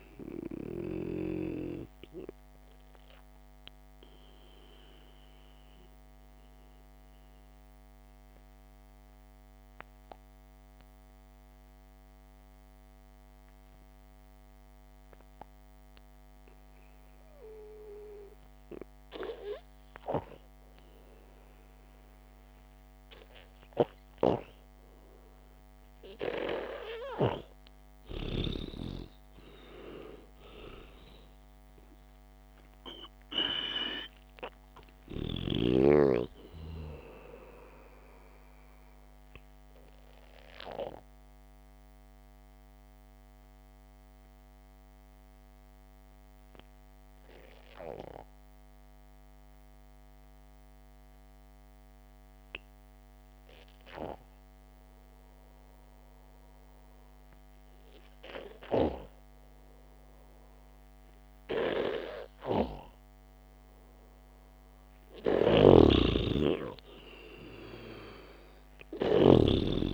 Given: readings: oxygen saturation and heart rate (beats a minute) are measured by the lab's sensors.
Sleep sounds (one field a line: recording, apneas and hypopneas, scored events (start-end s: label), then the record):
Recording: breathing in sleep by a microphone on the trachea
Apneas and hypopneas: 2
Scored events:
6.00-18.50 s: obstructive apnea (oxygen 94% before, 92% lowest, heart rate 62 before, 54 extreme)
20.00-23.50 s: arousal
41.50-61.50 s: mixed apnea (oxygen 98% before, 92% lowest, heart rate 61 before, 53 extreme)
54.00-60.00 s: oxygen desaturation (device-marked, oxygen 95% before, 92% lowest, heart rate 66 before, 53 extreme)
66.00-69.94 s: snoring (device-marked)
66.50-69.94 s: arousal
From the record:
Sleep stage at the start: N2 (light sleep)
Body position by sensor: on the back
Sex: male